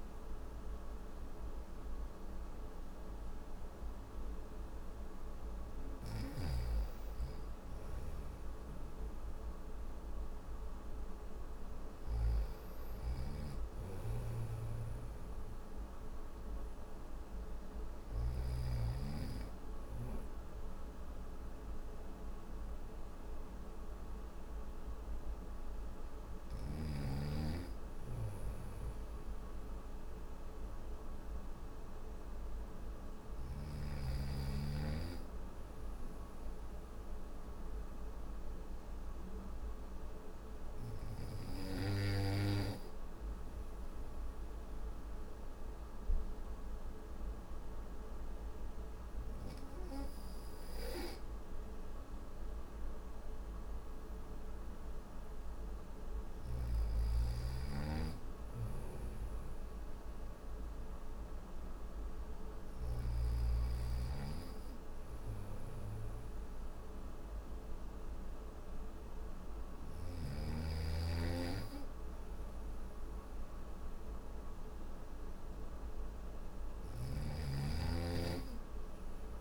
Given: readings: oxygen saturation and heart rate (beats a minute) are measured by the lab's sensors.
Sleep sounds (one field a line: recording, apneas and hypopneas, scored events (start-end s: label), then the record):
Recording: breathing in sleep by a room microphone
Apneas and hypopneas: none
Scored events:
5.00-11.50 s: snoring (device-marked)
13.50-17.50 s: snoring (device-marked)
57.50-62.00 s: snoring (device-marked)
76.00-79.41 s: new sleep stage, N3 (deep sleep)
From the record:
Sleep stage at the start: N1 (lightest sleep)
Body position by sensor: on the back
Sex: male